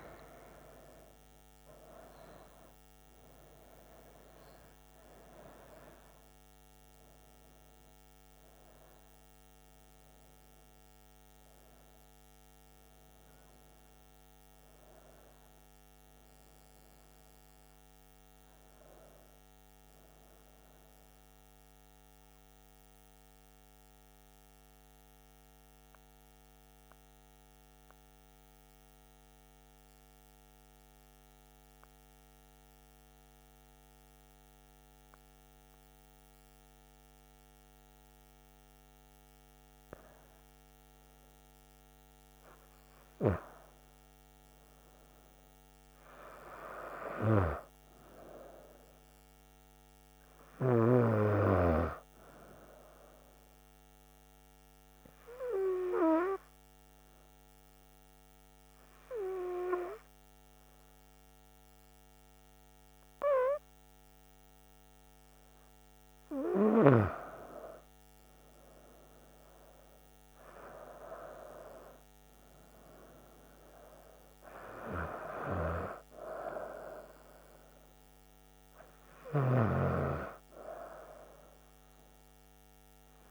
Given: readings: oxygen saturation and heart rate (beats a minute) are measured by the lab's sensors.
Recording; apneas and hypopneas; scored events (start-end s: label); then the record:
breathing in sleep by a microphone on the trachea; 2
0.00-2.00 s: arousal
0.00-24.50 s: oxygen desaturation (device-marked, oxygen 92% lowest, heart rate 63 extreme)
23.00-39.50 s: mixed apnea (oxygen 96% before, 94% lowest, heart rate 76 before, 63 extreme, up 8 after)
41.50-44.50 s: arousal
45.50-59.50 s: oxygen desaturation (device-marked, oxygen 99% before, 95% lowest, heart rate 66 before, 64 extreme)
54.50-65.50 s: hypopnea (oxygen 100% before, 93% lowest, heart rate 68 before, 64 extreme, up 6 after)
68.50-71.50 s: arousal
From the record:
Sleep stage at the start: N2 (light sleep); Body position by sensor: on the right side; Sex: female